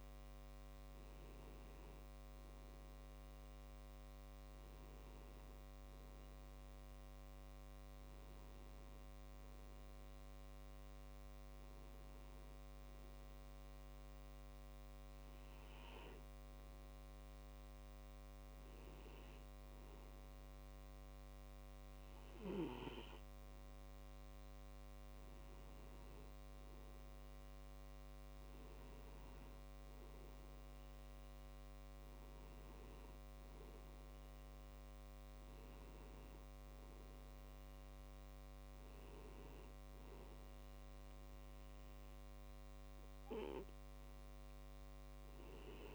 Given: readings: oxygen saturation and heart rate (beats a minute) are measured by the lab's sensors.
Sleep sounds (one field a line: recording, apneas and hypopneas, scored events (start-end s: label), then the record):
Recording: breathing in sleep, hard to hear, by a microphone on the trachea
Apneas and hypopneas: 1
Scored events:
15.50-25.50 s: hypopnea (oxygen 94% before, 93% lowest)
31.50-34.50 s: arousal
From the record:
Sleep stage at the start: N2 (light sleep)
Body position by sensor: on the back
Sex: male